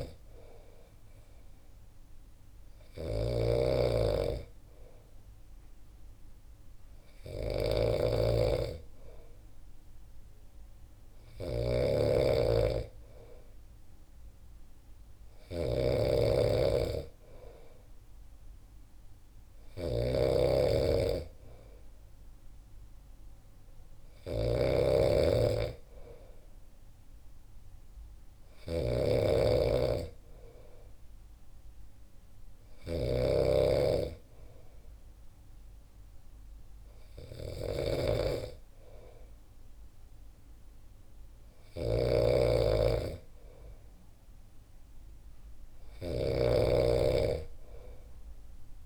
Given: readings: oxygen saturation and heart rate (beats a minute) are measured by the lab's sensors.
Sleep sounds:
breathing in sleep by a room microphone; none
0.00-48.86 s: snoring (device-marked)
From the record:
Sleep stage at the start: N2 (light sleep); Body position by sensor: on the back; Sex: male

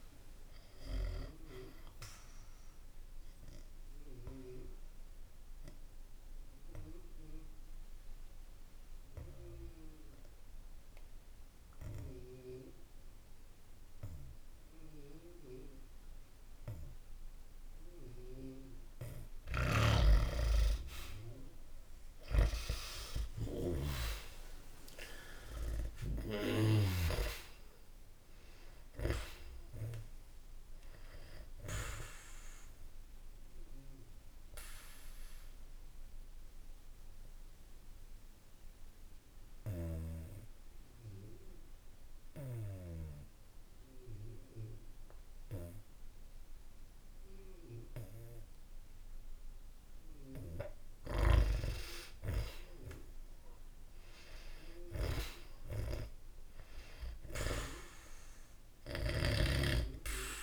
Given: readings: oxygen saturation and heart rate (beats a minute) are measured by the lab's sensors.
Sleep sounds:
breathing in sleep by a room microphone; 2
0.00-1.00 s: arousal
4.50-18.00 s: obstructive apnea (oxygen 98% before, 88% lowest, heart rate 72 before, 62 extreme, up 4 after)
19.00-23.50 s: snoring (device-marked)
19.50-46.50 s: oxygen desaturation (device-marked, oxygen 97% before, 88% lowest, heart rate 69 before, 64 extreme)
20.50-26.00 s: arousal
25.50-29.00 s: snoring (device-marked)
32.50-49.50 s: obstructive apnea (oxygen 97% before, 88% lowest, heart rate 67 before, 64 extreme, up 0 after)
50.50-59.00 s: snoring (device-marked)
52.00-56.00 s: arousal
From the record:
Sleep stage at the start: N2 (light sleep); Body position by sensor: on the back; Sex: male

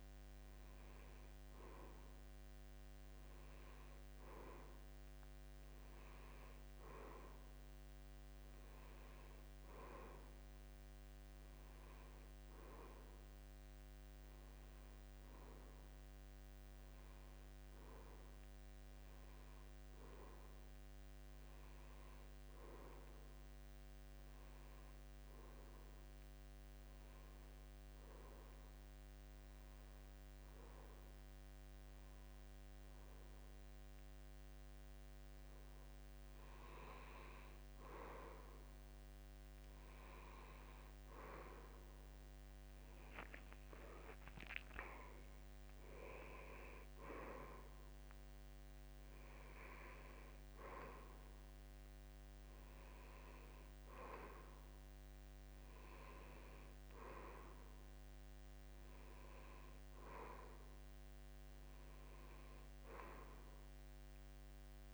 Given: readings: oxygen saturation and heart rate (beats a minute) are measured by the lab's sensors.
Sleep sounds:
breathing in sleep by a microphone on the trachea; 1
20.50-23.50 s: arousal
26.00-36.50 s: hypopnea (oxygen 95% before, 92% lowest, heart rate 77 before, 74 extreme, up 0 after)
41.00-44.50 s: arousal
From the record:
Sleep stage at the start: N2 (light sleep); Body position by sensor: on the back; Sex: male

